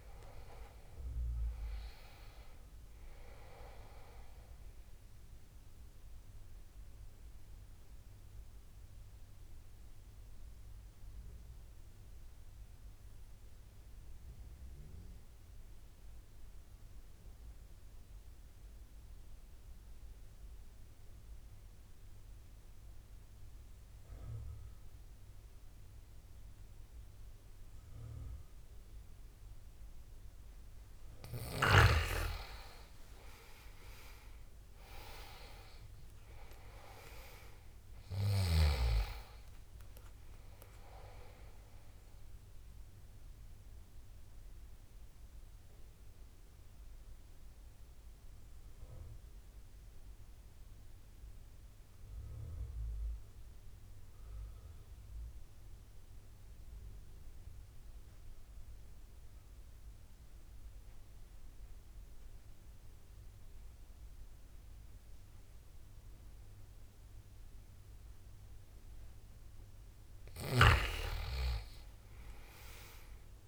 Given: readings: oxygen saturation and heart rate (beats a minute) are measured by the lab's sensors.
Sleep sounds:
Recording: breathing in sleep by a room microphone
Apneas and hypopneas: 2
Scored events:
0.00-21.50 s: oxygen desaturation (device-marked, oxygen 81% lowest, heart rate 71 extreme)
6.00-30.00 s: obstructive apnea (oxygen 98% before, 81% lowest, heart rate 78 before, 71 extreme, up 15 after)
28.50-59.50 s: oxygen desaturation (device-marked, oxygen 98% before, 82% lowest, heart rate 73 before, 71 extreme)
32.00-37.00 s: arousal
43.50-69.00 s: obstructive apnea (oxygen 98% before, 78% lowest, heart rate 80 before, 71 extreme, up 14 after)
71.00-73.48 s: arousal
From the record:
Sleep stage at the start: N2 (light sleep)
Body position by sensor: on the back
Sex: male

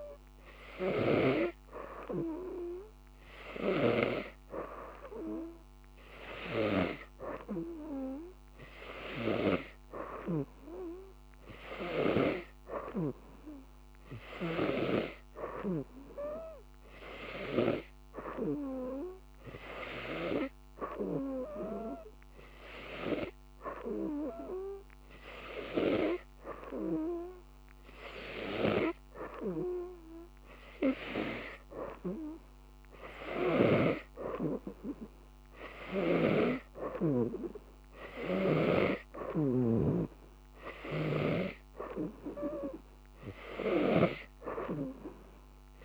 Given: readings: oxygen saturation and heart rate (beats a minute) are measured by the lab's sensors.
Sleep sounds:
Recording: breathing in sleep by a microphone on the trachea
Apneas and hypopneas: none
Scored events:
36.50-45.85 s: oxygen desaturation (device-marked, oxygen 92% before, 89% lowest, heart rate 89 before, 88 extreme)
From the record:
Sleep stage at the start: N2 (light sleep)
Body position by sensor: on the right side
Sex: female

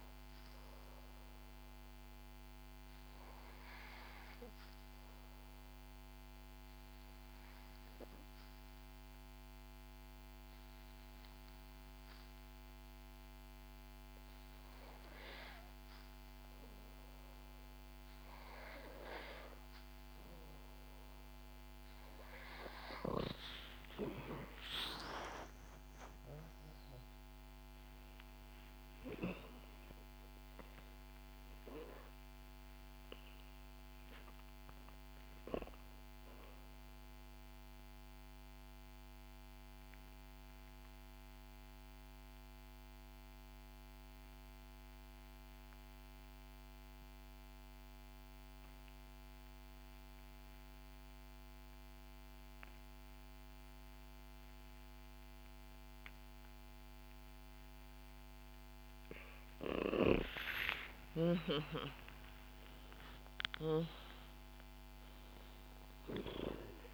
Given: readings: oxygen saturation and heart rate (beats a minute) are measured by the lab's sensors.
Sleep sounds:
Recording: breathing in sleep by a microphone on the trachea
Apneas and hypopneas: 2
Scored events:
0.00-1.50 s: arousal
5.00-16.50 s: obstructive apnea (oxygen 96% before, 88% lowest, heart rate 73 before, 64 extreme, up 0 after)
23.00-27.00 s: snoring (device-marked)
23.50-27.50 s: arousal
24.00-45.00 s: oxygen desaturation (device-marked, oxygen 94% before, 91% lowest, heart rate 67 before, 63 extreme)
38.00-59.00 s: obstructive apnea (oxygen 94% before, 88% lowest, heart rate 68 before, 59 extreme, up 7 after)
59.00-66.94 s: oxygen desaturation (device-marked, oxygen 96% before, 88% lowest, heart rate 65 before, 59 extreme)
60.00-64.00 s: snoring (device-marked)
60.50-66.50 s: arousal
From the record:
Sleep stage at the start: N2 (light sleep)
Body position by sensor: on the back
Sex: female

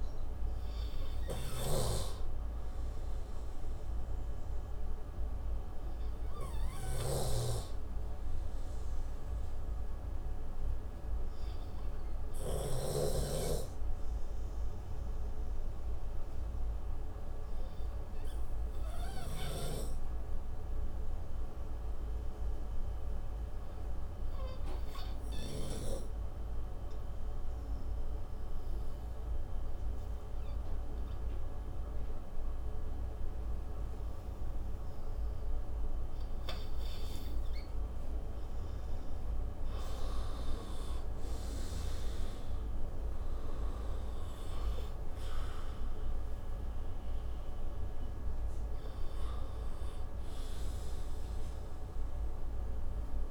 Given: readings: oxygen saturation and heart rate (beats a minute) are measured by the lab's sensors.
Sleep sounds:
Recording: breathing in sleep by a room microphone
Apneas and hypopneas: 1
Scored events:
2.00-13.50 s: snoring (device-marked)
7.50-37.50 s: obstructive apnea (oxygen 96% before, 88% lowest)
14.00-24.00 s: oxygen desaturation (device-marked, oxygen 96% before, 92% lowest)
34.00-45.00 s: oxygen desaturation (device-marked, oxygen 99% before, 93% lowest)
41.00-44.50 s: arousal
50.00-53.31 s: oxygen desaturation (device-marked, oxygen 95% before, 91% lowest)
From the record:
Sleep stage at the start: N2 (light sleep)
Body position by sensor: on the right side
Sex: male

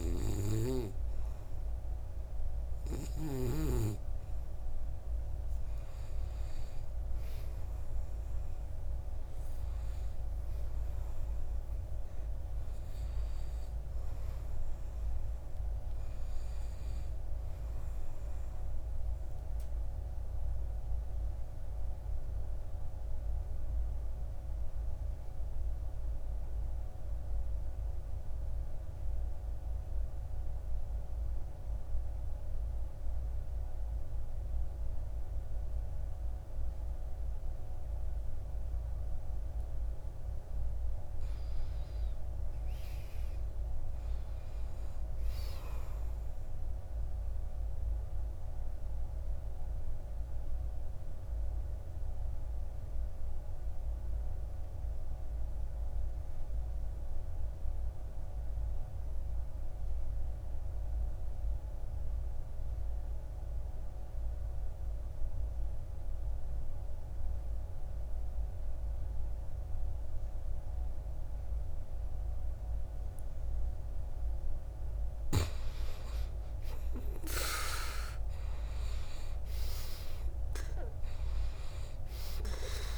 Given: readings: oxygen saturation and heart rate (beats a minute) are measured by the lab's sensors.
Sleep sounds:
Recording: breathing in sleep by a room microphone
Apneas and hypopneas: 2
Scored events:
0.00-7.50 s: oxygen desaturation (device-marked, oxygen 87% lowest, heart rate 51 extreme)
10.00-13.50 s: arousal
19.00-40.00 s: obstructive apnea (oxygen 96% before, 80% lowest, heart rate 61 before, 51 extreme, up 12 after)
38.50-62.50 s: oxygen desaturation (device-marked, oxygen 97% before, 86% lowest, heart rate 54 before, 56 extreme)
41.50-44.00 s: arousal
47.50-74.00 s: obstructive apnea (oxygen 97% before, 79% lowest, heart rate 57 before, 54 extreme, up 12 after)
69.50-82.98 s: oxygen desaturation (device-marked, oxygen 96% before, 80% lowest, heart rate 59 before, 54 extreme)
76.00-80.50 s: arousal
From the record:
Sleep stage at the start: N2 (light sleep)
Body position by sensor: on the back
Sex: male

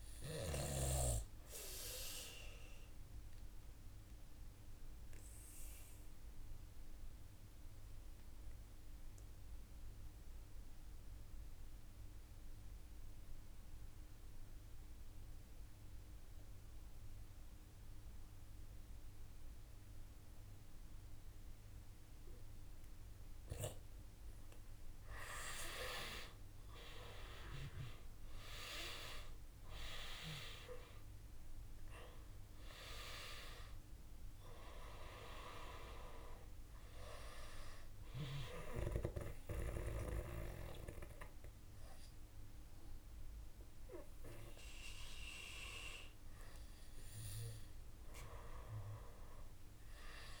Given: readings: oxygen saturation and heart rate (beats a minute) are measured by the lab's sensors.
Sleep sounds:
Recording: breathing in sleep by a room microphone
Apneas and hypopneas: 1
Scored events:
1.00-23.00 s: obstructive apnea (oxygen 98% before, 89% lowest, heart rate 56 before, 53 extreme, up 6 after)
3.50-20.50 s: oxygen desaturation (device-marked, oxygen 98% before, 92% lowest, heart rate 56 before, 53 extreme)
27.50-32.50 s: arousal
27.50-50.40 s: oxygen desaturation (device-marked, oxygen 97% before, 89% lowest, heart rate 54 before, 53 extreme)
From the record:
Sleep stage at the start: N2 (light sleep)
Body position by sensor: on the back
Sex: male

